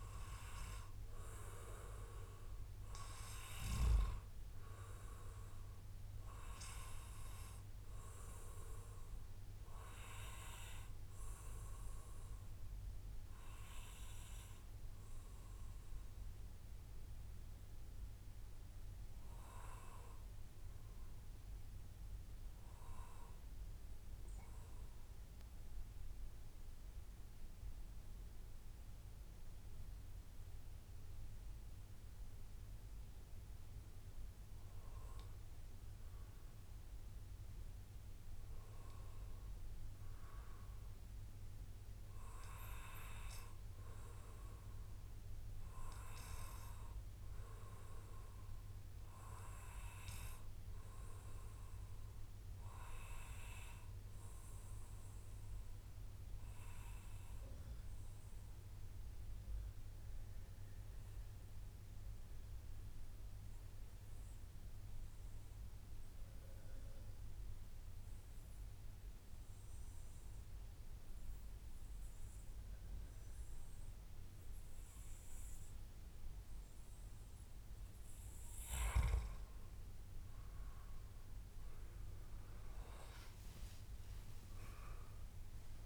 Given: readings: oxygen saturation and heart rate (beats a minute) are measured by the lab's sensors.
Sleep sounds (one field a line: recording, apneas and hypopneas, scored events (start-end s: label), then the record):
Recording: breathing in sleep by a room microphone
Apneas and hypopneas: 2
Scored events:
8.00-31.00 s: obstructive apnea (oxygen 98% before, 93% lowest, heart rate 133 before, 87 extreme, up 58 after)
23.00-25.00 s: long interval between heartbeats (device-marked, heart rate 132 before, 134 extreme)
25.00-27.00 s: long interval between heartbeats (device-marked, heart rate 134 before, 88 extreme)
33.50-37.50 s: arousal
47.50-77.00 s: obstructive apnea (oxygen 97% before, 92% lowest, heart rate 134 before, 92 extreme, up 0 after)
55.50-57.50 s: long interval between heartbeats (device-marked, heart rate 142 before, 114 extreme)
80.50-84.00 s: arousal
From the record:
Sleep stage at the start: N2 (light sleep)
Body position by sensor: on the back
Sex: male